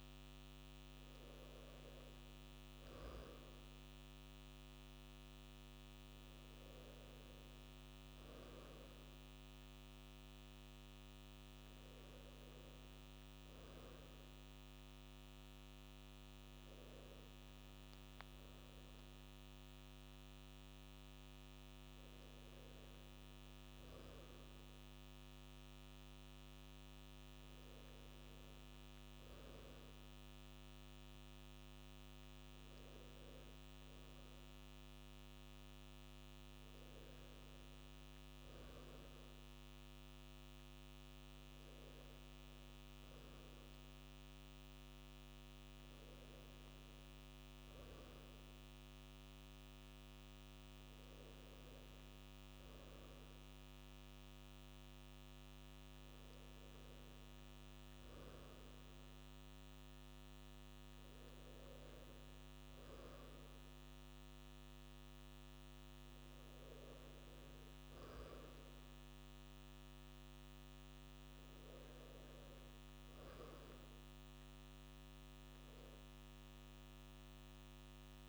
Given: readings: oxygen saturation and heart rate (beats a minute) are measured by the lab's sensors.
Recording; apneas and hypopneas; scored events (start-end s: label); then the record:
a person awake in a sleep study, hard to hear, by a microphone on the trachea; none
none scored
From the record:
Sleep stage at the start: awake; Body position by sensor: on the right side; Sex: male